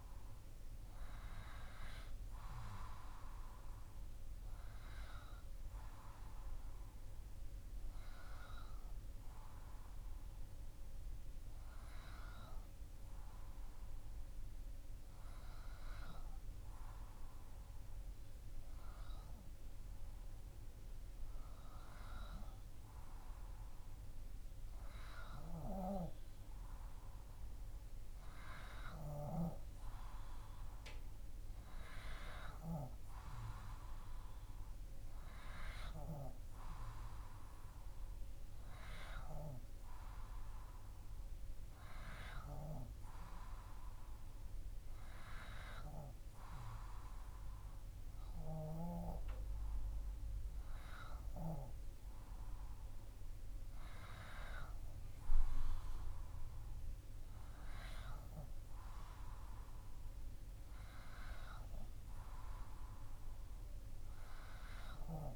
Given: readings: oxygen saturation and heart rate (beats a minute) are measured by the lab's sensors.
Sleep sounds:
breathing in sleep by a room microphone; none
none scored
From the record:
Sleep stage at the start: N2 (light sleep); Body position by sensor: on the back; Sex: male

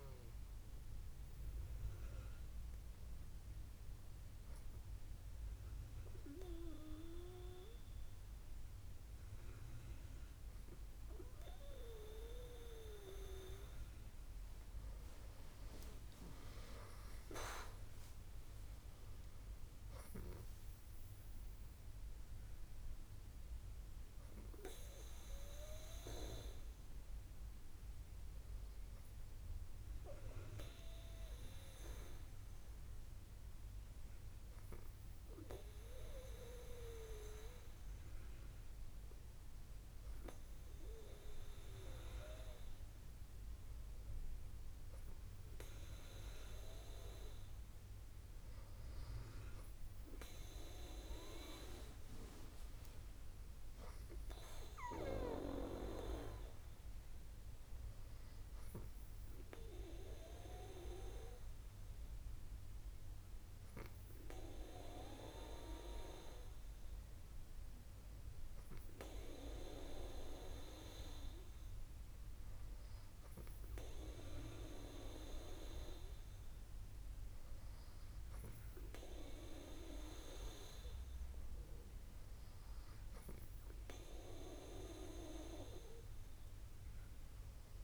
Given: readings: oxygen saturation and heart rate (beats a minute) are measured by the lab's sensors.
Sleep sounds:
breathing in sleep by a room microphone; none
none scored
From the record:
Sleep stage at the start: N2 (light sleep); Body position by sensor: on the back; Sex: female

